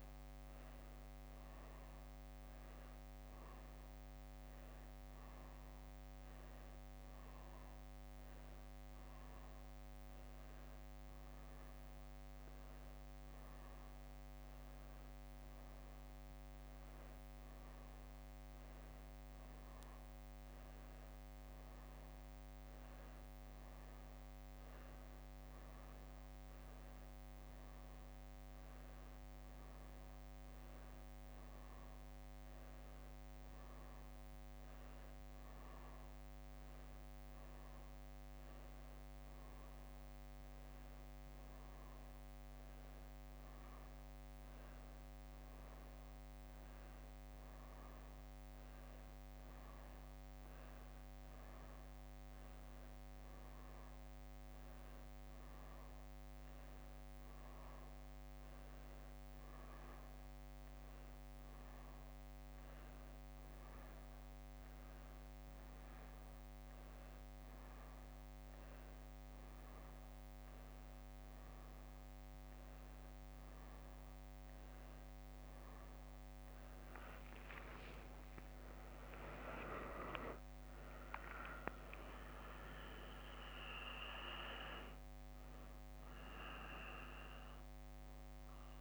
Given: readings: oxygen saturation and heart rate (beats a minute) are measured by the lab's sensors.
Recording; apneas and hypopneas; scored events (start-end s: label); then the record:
a person awake in a sleep study, by a microphone on the trachea; 1
1.50-6.00 s: leg movement (device-marked)
1.50-63.50 s: hypopnea (oxygen 95% before, 92% lowest, heart rate 76 before, 69 extreme, up 1 after)
9.00-13.50 s: leg movement (device-marked)
16.50-23.50 s: leg movement (device-marked)
30.00-38.50 s: leg movement (device-marked)
42.00-47.50 s: leg movement (device-marked)
50.50-56.00 s: leg movement (device-marked)
59.50-65.50 s: leg movement (device-marked)
77.00-85.50 s: leg movement (device-marked)
From the record:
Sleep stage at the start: awake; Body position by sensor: on the back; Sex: female